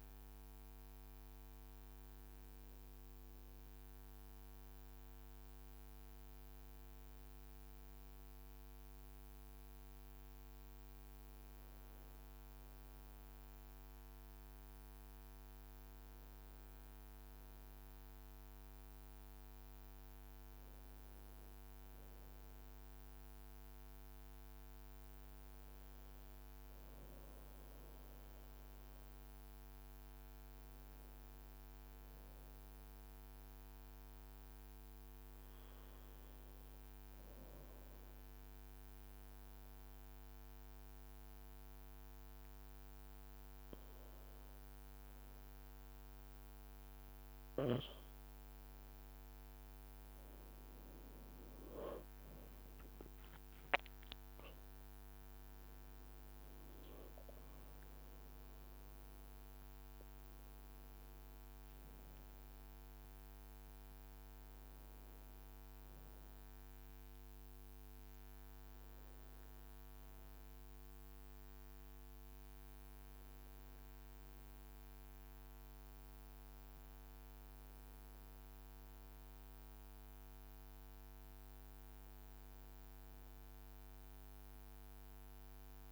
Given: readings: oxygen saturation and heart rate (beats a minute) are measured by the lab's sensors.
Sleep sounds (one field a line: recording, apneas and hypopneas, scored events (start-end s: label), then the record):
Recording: breathing in sleep, hard to hear, by a microphone on the trachea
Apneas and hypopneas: 1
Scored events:
8.50-85.92 s: new sleep stage, N2 (light sleep)
36.50-47.50 s: obstructive apnea (oxygen 97% before, 92% lowest, heart rate 53 before, 52 extreme, up 4 after)
50.00-55.50 s: arousal
84.50-85.92 s: arousal
From the record:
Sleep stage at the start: N1 (lightest sleep)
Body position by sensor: on the back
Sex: male